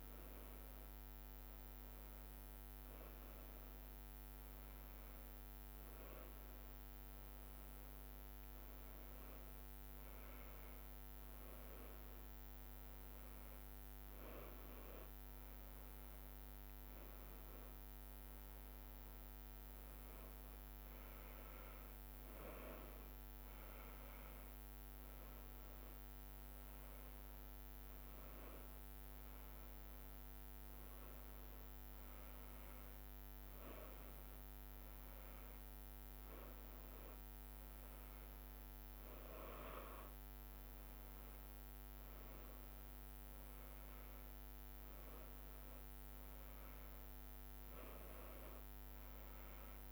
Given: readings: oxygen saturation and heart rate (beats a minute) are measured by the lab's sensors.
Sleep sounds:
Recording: a person awake in a sleep study, hard to hear, by a microphone on the trachea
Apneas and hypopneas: none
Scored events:
none scored
From the record:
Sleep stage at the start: awake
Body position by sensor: upright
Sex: male

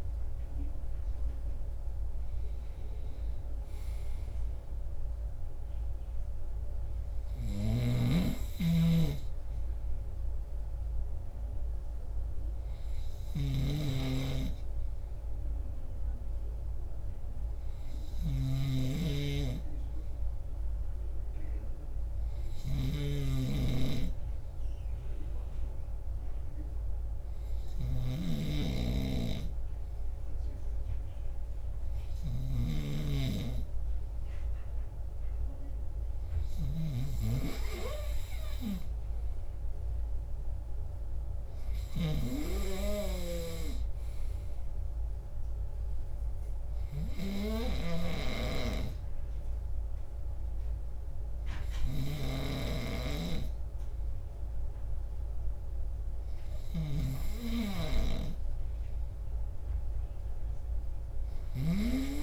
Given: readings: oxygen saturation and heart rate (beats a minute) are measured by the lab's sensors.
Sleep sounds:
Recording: breathing in sleep by a room microphone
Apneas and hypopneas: 1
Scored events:
7.50-33.00 s: snoring (device-marked)
15.00-39.00 s: hypopnea (oxygen 96% before, 96% lowest)
41.00-44.00 s: arousal
From the record:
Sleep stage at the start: N2 (light sleep)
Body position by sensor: on the left side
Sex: male

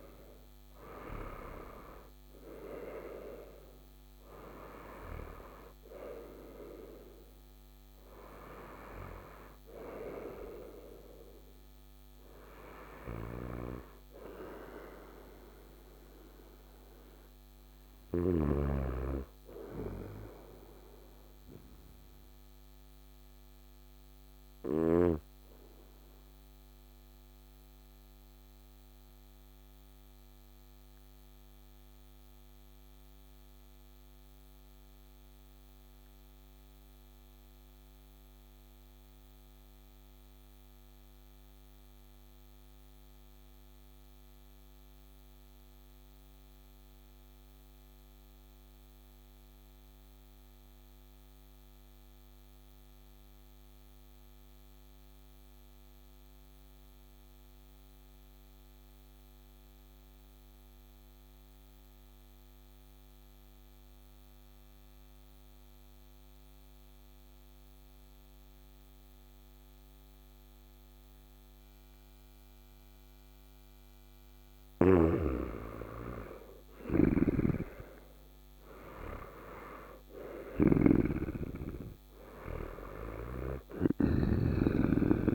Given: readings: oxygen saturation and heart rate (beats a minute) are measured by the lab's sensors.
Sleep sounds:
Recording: breathing in sleep by a microphone on the trachea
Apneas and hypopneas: 1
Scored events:
0.00-3.50 s: arousal
0.00-34.50 s: oxygen desaturation (device-marked, oxygen 87% lowest, heart rate 55 extreme)
21.50-72.50 s: obstructive apnea (oxygen 94% before, 81% lowest, heart rate 68 before, 55 extreme, up 12 after)
37.50-67.50 s: new sleep stage, REM sleep
67.50-85.35 s: new sleep stage, N2 (light sleep)
72.50-85.35 s: oxygen desaturation (device-marked, oxygen 98% before, 81% lowest, heart rate 56 before, 61 extreme)
76.50-85.35 s: snoring (device-marked)
77.00-81.50 s: arousal
From the record:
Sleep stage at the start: N2 (light sleep)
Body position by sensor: on the right side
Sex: male

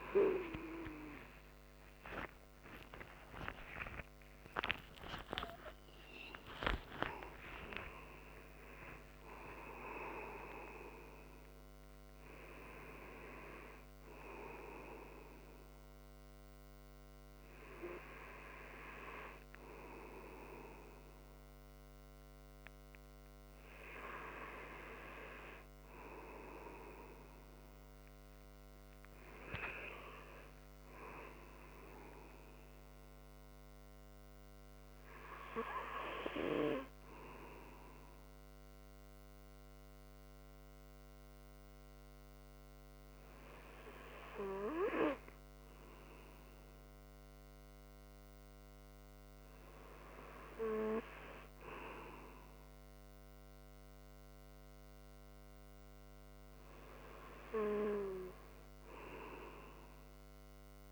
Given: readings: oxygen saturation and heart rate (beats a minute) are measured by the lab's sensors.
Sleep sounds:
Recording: breathing in sleep by a microphone on the trachea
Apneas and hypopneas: none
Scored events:
0.00-1.00 s: arousal
2.00-60.92 s: new sleep stage, N2 (light sleep)
27.00-30.50 s: arousal
From the record:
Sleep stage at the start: REM sleep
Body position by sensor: on the right side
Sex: male

